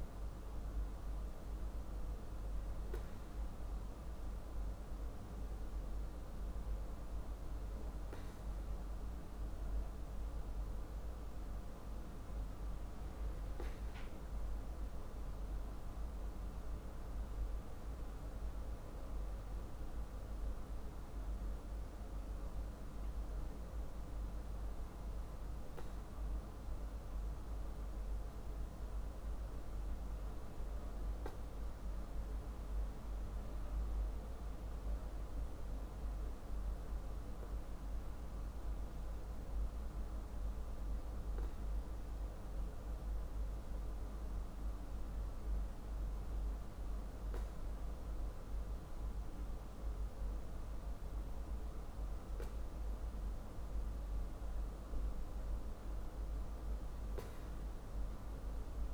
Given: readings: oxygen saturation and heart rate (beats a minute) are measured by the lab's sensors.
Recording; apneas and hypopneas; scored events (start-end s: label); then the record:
breathing in sleep, hard to hear, by a room microphone; none
none scored
From the record:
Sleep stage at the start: N2 (light sleep); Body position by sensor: on the back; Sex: male